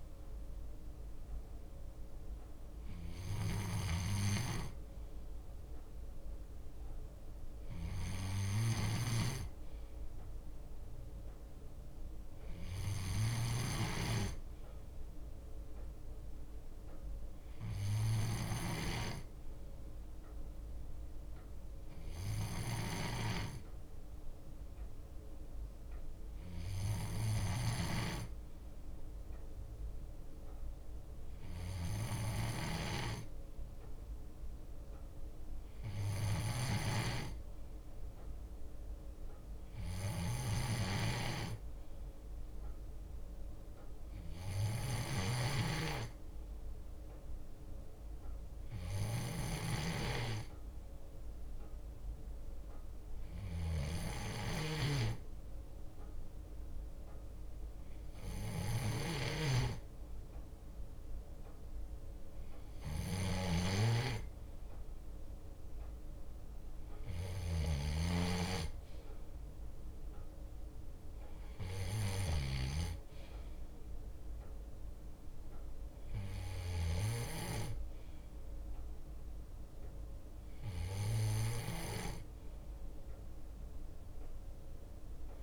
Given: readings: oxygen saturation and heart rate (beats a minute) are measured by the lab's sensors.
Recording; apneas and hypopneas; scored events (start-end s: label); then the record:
breathing in sleep by a room microphone; none
0.00-5.50 s: leg movement (device-marked)
0.00-20.50 s: bradycardia (device-marked, heart rate 58 extreme)
7.50-13.50 s: leg movement (device-marked)
18.00-22.00 s: leg movement (device-marked)
21.50-25.50 s: bradycardia (device-marked, heart rate 60 before, 59 extreme)
24.00-32.00 s: leg movement (device-marked)
32.50-34.50 s: bradycardia (device-marked, heart rate 60 before, 60 extreme)
36.50-42.00 s: leg movement (device-marked)
43.00-49.00 s: leg movement (device-marked)
50.50-52.50 s: bradycardia (device-marked, heart rate 60 before, 60 extreme)
53.00-55.00 s: leg movement (device-marked)
53.50-72.50 s: snoring (device-marked)
68.50-71.50 s: leg movement (device-marked)
73.00-79.00 s: leg movement (device-marked)
81.50-85.42 s: leg movement (device-marked)
From the record:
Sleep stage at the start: N2 (light sleep); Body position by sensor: on the left side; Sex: male